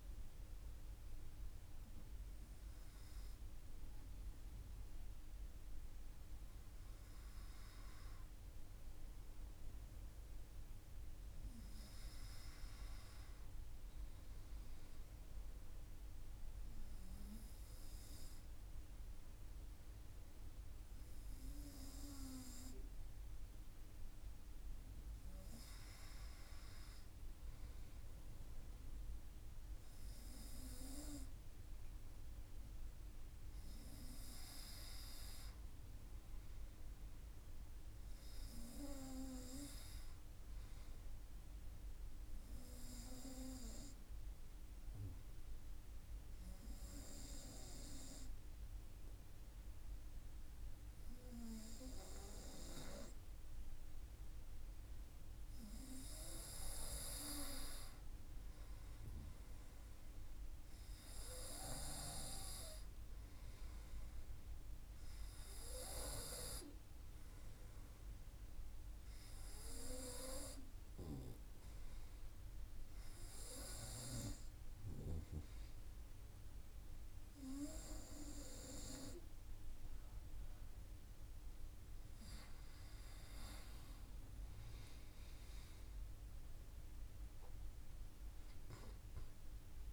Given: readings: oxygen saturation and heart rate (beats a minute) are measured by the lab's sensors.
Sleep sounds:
breathing in sleep by a room microphone; 1
36.50-40.50 s: arousal
45.50-56.50 s: obstructive apnea (oxygen 96% before, 93% lowest, heart rate 56 before, 54 extreme, up 1 after)
57.00-60.00 s: arousal
84.50-88.50 s: arousal
From the record:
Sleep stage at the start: N2 (light sleep); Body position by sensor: on the front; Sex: male

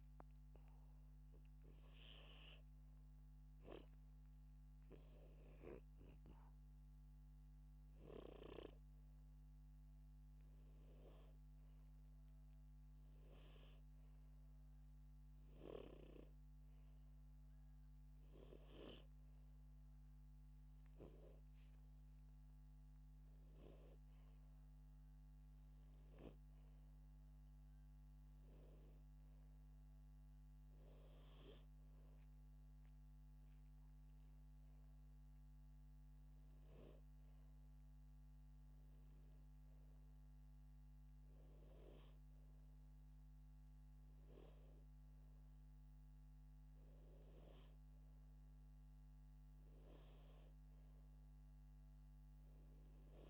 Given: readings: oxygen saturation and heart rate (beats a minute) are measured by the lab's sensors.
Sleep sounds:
breathing in sleep by a microphone on the trachea; none
none scored
From the record:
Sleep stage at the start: N2 (light sleep); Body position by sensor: upright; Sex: male

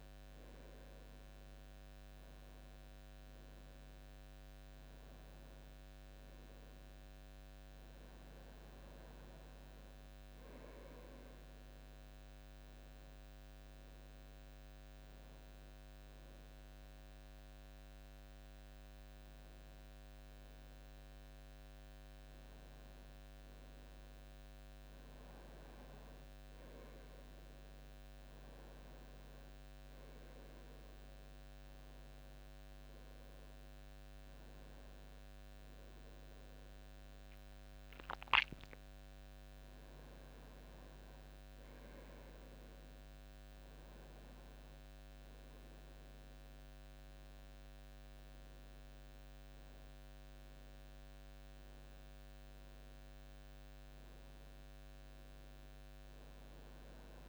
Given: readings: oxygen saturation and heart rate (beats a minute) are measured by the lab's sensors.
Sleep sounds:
breathing in sleep, hard to hear, by a microphone on the trachea; none
29.50-43.50 s: oxygen desaturation (device-marked, oxygen 97% before, 94% lowest, heart rate 83 before, 81 extreme)
From the record:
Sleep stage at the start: N1 (lightest sleep); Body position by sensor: on the right side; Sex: male

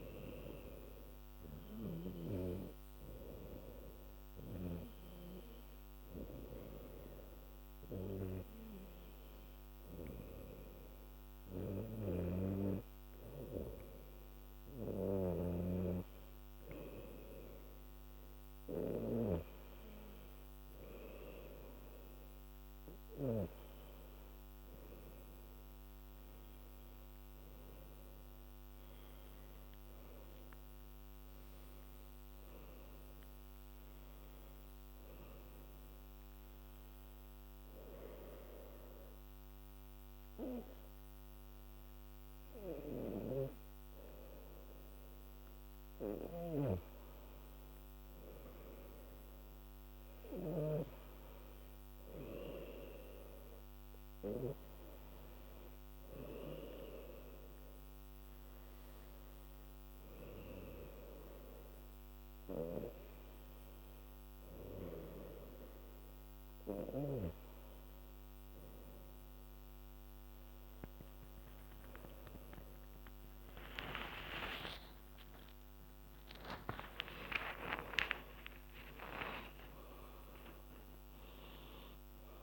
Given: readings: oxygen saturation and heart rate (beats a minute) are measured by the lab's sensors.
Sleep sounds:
breathing in sleep by a microphone on the trachea; 1
27.00-30.50 s: arousal
37.00-47.50 s: hypopnea (oxygen 97% before, 93% lowest, heart rate 87 before, 81 extreme, up 4 after)
49.50-54.00 s: arousal
52.00-59.00 s: oxygen desaturation (device-marked, oxygen 98% before, 93% lowest, heart rate 85 before, 81 extreme)
74.00-79.50 s: arousal
75.00-77.00 s: long interval between heartbeats (device-marked, heart rate 84 before, 99 extreme)
78.00-80.00 s: long interval between heartbeats (device-marked, heart rate 87 before, 117 extreme)
From the record:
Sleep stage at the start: N2 (light sleep); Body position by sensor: on the back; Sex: female

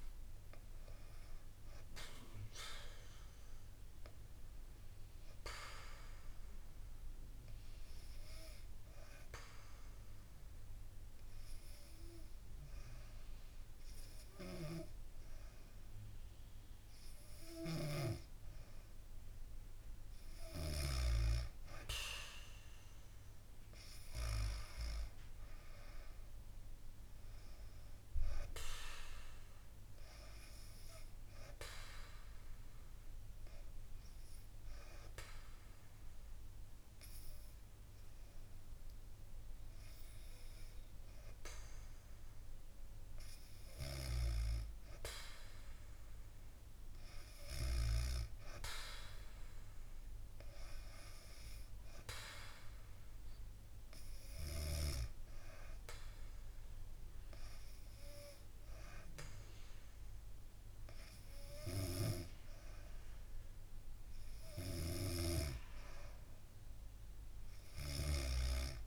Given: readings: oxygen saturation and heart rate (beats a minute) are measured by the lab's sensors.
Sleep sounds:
breathing in sleep by a room microphone; 2
7.00-18.00 s: obstructive apnea (oxygen 98% before, 94% lowest, heart rate 69 before, 68 extreme, up 0 after)
20.50-24.50 s: arousal
25.00-42.00 s: oxygen desaturation (device-marked, oxygen 97% before, 94% lowest, heart rate 71 before, 67 extreme)
33.50-44.00 s: obstructive apnea (oxygen 97% before, 94% lowest, heart rate 69 before, 67 extreme, up 0 after)
47.00-50.50 s: arousal
67.50-68.87 s: snoring (device-marked)
From the record:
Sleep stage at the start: N2 (light sleep); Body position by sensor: on the back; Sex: female

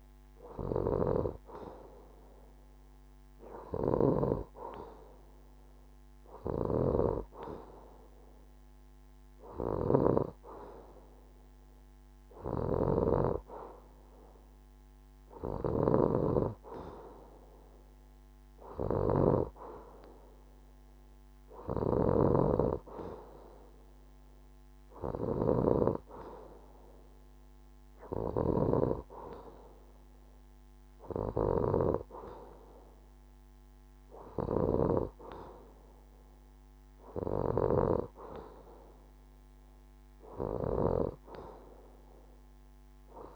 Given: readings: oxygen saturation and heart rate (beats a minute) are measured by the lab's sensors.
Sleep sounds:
breathing in sleep by a microphone on the trachea; none
none scored
From the record:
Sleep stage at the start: N2 (light sleep); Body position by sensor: on the left side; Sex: female

